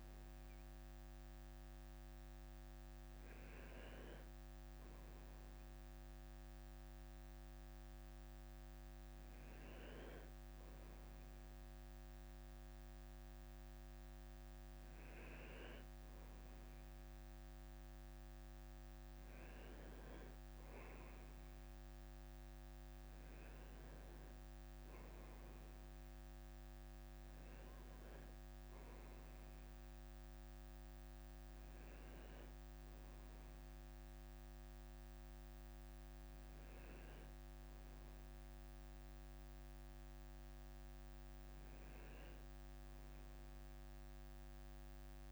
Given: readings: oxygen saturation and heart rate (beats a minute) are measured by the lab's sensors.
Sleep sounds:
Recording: a person partly awake in a sleep study, hard to hear, by a microphone on the trachea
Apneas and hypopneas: none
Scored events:
8.00-45.32 s: new sleep stage, N1 (lightest sleep)
11.00-16.00 s: leg movement (device-marked)
From the record:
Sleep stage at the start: awake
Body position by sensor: on the right side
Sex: male

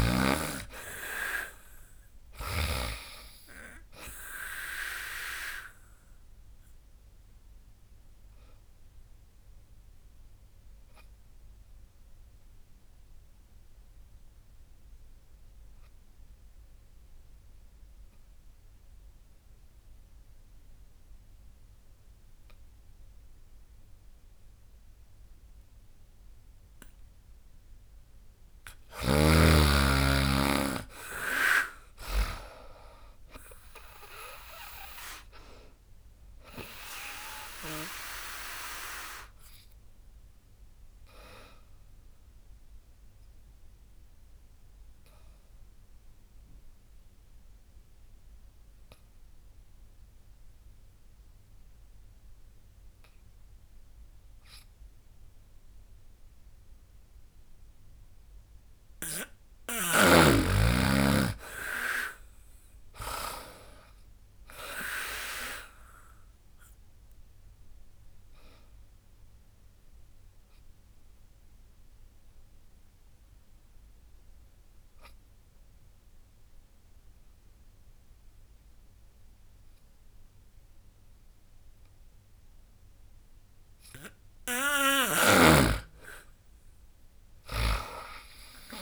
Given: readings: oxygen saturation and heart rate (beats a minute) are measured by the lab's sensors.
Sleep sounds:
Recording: breathing in sleep by a room microphone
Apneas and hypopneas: 3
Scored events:
0.00-2.00 s: arousal
0.00-2.50 s: snoring (device-marked)
0.00-11.00 s: drop in pulse transit time (device-marked, heart rate 71 before, 73 extreme)
5.50-26.50 s: obstructive apnea (oxygen 99% before, 91% lowest, heart rate 72 before, 67 extreme, up 18 after)
7.00-23.00 s: oxygen desaturation (device-marked, oxygen 98% before, 93% lowest, heart rate 73 before, 67 extreme)
26.00-28.00 s: long interval between heartbeats (device-marked, heart rate 74 before, 74 extreme)
28.00-42.00 s: drop in pulse transit time (device-marked, heart rate 73 before, 73 extreme)
28.50-32.00 s: snoring (device-marked)
28.50-32.50 s: arousal
33.00-54.00 s: oxygen desaturation (device-marked, oxygen 98% before, 91% lowest, heart rate 74 before, 71 extreme)
38.00-57.00 s: obstructive apnea (oxygen 98% before, 91% lowest, heart rate 79 before, 71 extreme, up 15 after)
59.50-62.50 s: arousal
61.00-73.00 s: drop in pulse transit time (device-marked, heart rate 75 before, 75 extreme)
65.00-83.00 s: oxygen desaturation (device-marked, oxygen 99% before, 92% lowest, heart rate 77 before, 70 extreme)
65.50-84.00 s: obstructive apnea (oxygen 99% before, 92% lowest, heart rate 77 before, 70 extreme, up 17 after)
87.00-88.82 s: arousal
From the record:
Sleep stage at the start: N2 (light sleep)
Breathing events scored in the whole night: 289 in 4.2 hours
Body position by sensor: on the back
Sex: female

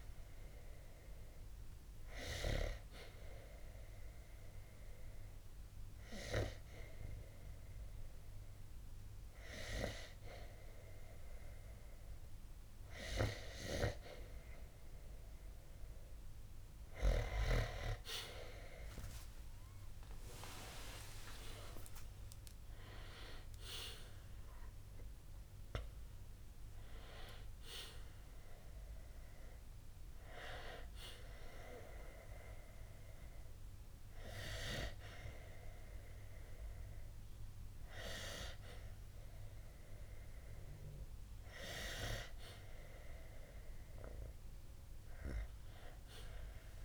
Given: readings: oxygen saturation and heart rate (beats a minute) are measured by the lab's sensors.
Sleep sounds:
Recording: a person awake in a sleep study, by a room microphone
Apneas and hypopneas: 1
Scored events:
0.00-7.00 s: oxygen desaturation (device-marked, oxygen 91% lowest, heart rate 50 extreme)
2.50-14.50 s: hypopnea (oxygen 95% before, 91% lowest, heart rate 58 before, 50 extreme)
17.00-46.85 s: new sleep stage, awake
From the record:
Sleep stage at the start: N2 (light sleep)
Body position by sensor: on the back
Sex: male

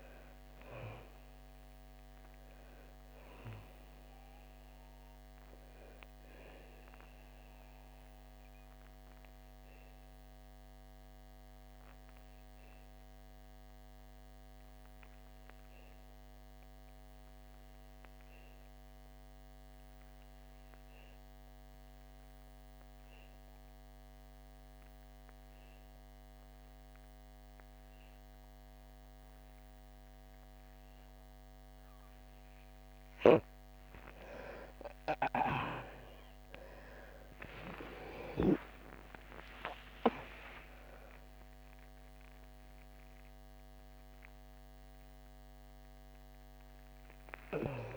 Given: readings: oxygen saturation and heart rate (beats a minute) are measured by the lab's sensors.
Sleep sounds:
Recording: breathing in sleep by a microphone on the trachea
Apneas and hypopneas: 1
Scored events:
0.00-19.00 s: oxygen desaturation (device-marked, oxygen 84% lowest, heart rate 60 extreme)
6.50-33.00 s: obstructive apnea (oxygen 97% before, 81% lowest, heart rate 73 before, 60 extreme, up 37 after)
25.00-47.97 s: oxygen desaturation (device-marked, oxygen 98% before, 81% lowest, heart rate 64 before, 61 extreme)
37.00-41.00 s: arousal
From the record:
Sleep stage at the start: N2 (light sleep)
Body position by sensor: on the back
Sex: female

